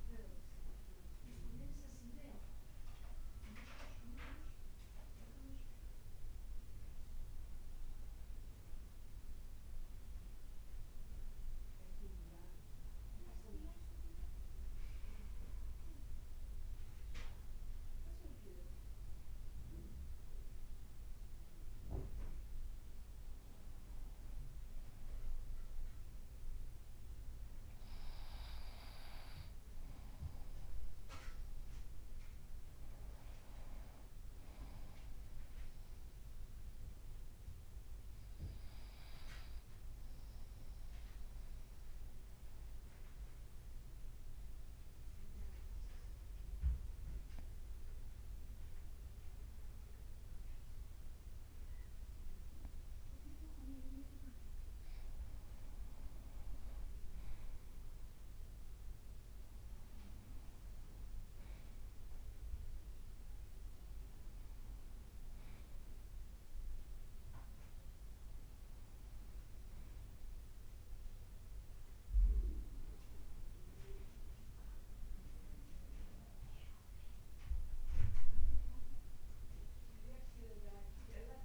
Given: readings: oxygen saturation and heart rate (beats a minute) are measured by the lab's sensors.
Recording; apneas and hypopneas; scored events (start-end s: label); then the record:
breathing in sleep by a room microphone; 2
0.00-11.50 s: oxygen desaturation (device-marked, oxygen 91% lowest, heart rate 53 extreme)
11.00-23.50 s: obstructive apnea (oxygen 94% before, 90% lowest, heart rate 59 before, 53 extreme, up 0 after)
26.50-31.00 s: arousal
30.50-52.50 s: oxygen desaturation (device-marked, oxygen 95% before, 90% lowest, heart rate 56 before, 52 extreme)
40.00-53.50 s: obstructive apnea (oxygen 95% before, 90% lowest, heart rate 54 before, 52 extreme, up 1 after)
56.00-60.50 s: arousal
69.50-81.45 s: new sleep stage, N1 (lightest sleep)
75.50-81.45 s: oxygen desaturation (device-marked, oxygen 93% before, 90% lowest, heart rate 56 before, 56 extreme)
From the record:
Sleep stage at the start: N2 (light sleep); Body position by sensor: on the back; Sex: male